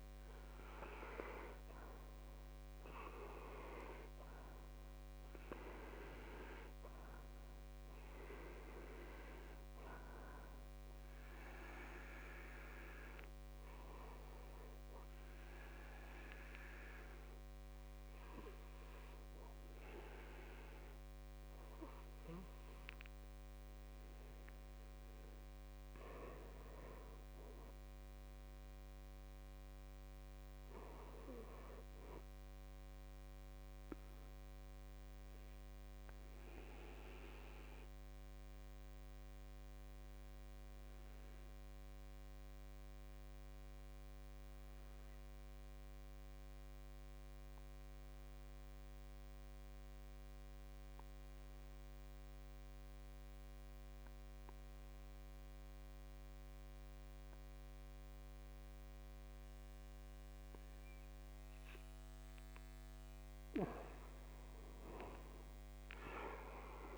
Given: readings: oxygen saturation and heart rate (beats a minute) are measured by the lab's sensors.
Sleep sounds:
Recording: breathing in sleep by a microphone on the trachea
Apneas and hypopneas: 2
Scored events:
0.00-1.00 s: arousal
1.00-31.00 s: oxygen desaturation (device-marked, oxygen 97% before, 79% lowest, heart rate 58 before, 47 extreme)
14.50-25.00 s: obstructive apnea (oxygen 98% before, 79% lowest, heart rate 67 before, 47 extreme, up 7 after)
15.00-17.00 s: long interval between heartbeats (device-marked, heart rate 68 before, 83 extreme)
26.50-30.00 s: arousal
34.50-62.50 s: obstructive apnea (oxygen 99% before, 79% lowest, heart rate 61 before, 51 extreme, up 13 after)
62.00-66.98 s: oxygen desaturation (device-marked, oxygen 97% before, 79% lowest, heart rate 55 before, 53 extreme)
65.00-66.98 s: arousal
From the record:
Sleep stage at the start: N2 (light sleep)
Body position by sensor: on the back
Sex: male

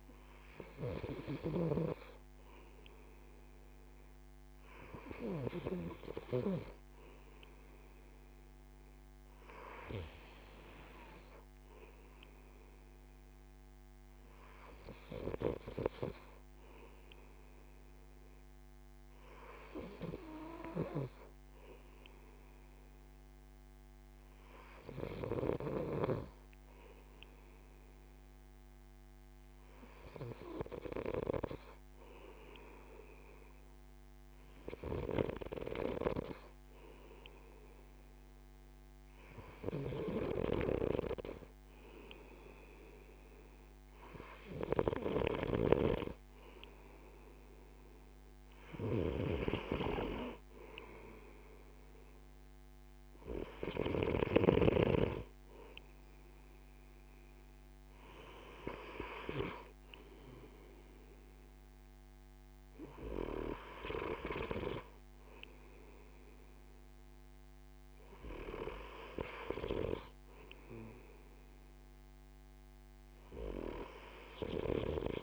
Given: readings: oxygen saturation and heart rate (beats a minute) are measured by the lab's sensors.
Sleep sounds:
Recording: breathing in sleep by a microphone on the trachea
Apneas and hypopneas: none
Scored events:
1.00-5.50 s: snoring (device-marked)
48.50-54.00 s: snoring (device-marked)
From the record:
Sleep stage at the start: N2 (light sleep)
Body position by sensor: on the right side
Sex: male

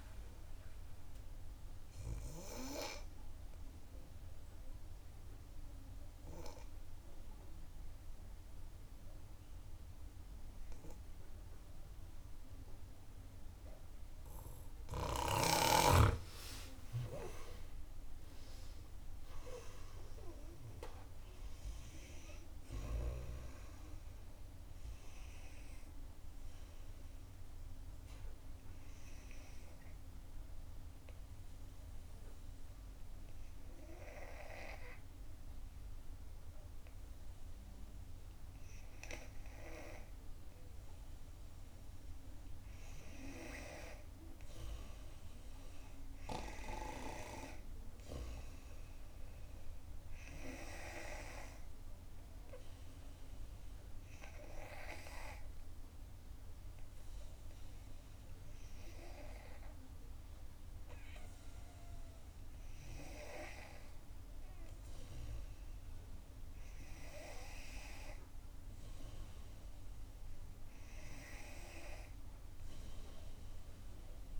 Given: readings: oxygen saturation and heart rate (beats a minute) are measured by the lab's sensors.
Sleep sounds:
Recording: breathing in sleep by a room microphone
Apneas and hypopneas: 3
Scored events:
0.50-15.00 s: obstructive apnea (oxygen 90% before, 88% lowest, heart rate 70 before, 64 extreme, up 7 after)
16.50-20.00 s: arousal
22.00-37.00 s: oxygen desaturation (device-marked, oxygen 94% before, 89% lowest, heart rate 67 before, 64 extreme)
30.50-42.50 s: obstructive apnea (oxygen 94% before, 89% lowest, heart rate 68 before, 65 extreme, up 4 after)
44.50-49.00 s: arousal
52.50-65.00 s: hypopnea (oxygen 95% before, 91% lowest, heart rate 66 before, 63 extreme, up 1 after)
69.00-72.00 s: arousal
From the record:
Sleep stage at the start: N2 (light sleep)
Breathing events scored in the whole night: 415 in 6.4 hours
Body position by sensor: on the back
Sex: female

